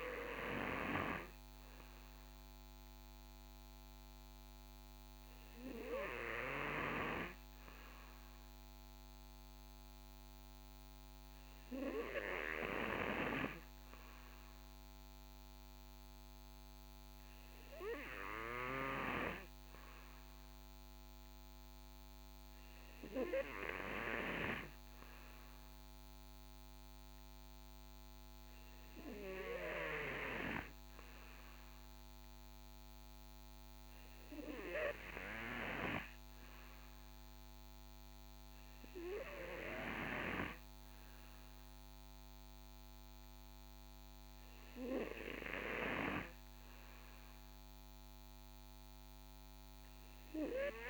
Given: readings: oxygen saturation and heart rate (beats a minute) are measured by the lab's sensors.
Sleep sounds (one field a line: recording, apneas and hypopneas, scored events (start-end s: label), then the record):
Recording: breathing in sleep by a microphone on the trachea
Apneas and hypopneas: none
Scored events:
none scored
From the record:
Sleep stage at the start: N2 (light sleep)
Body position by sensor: on the back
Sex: male